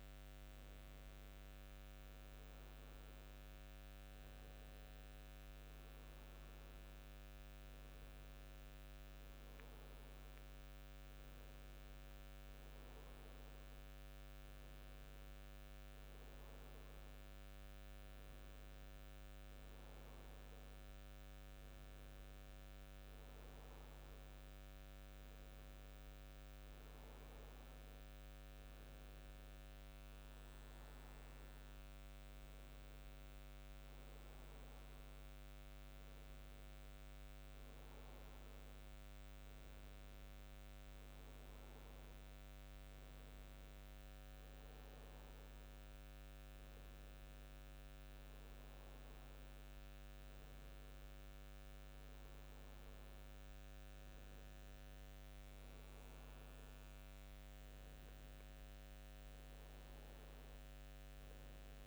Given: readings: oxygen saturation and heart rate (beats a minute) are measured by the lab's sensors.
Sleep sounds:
breathing in sleep, hard to hear, by a microphone on the trachea; none
none scored
From the record:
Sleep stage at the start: N1 (lightest sleep); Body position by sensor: upright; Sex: male

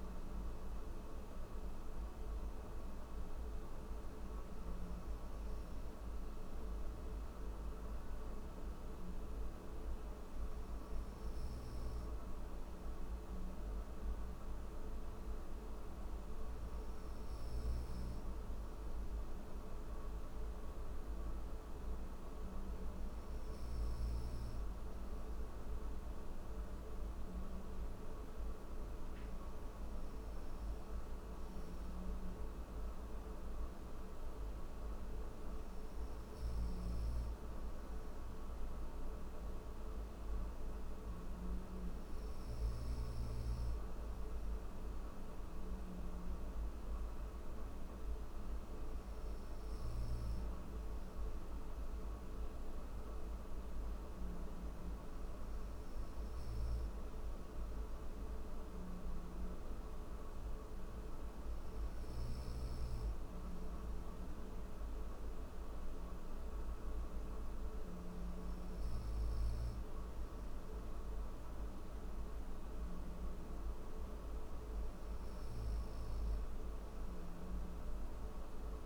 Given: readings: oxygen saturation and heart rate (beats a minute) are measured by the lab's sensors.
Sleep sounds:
breathing in sleep, hard to hear, by a room microphone; none
none scored
From the record:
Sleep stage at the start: N1 (lightest sleep); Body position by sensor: on the right side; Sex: male

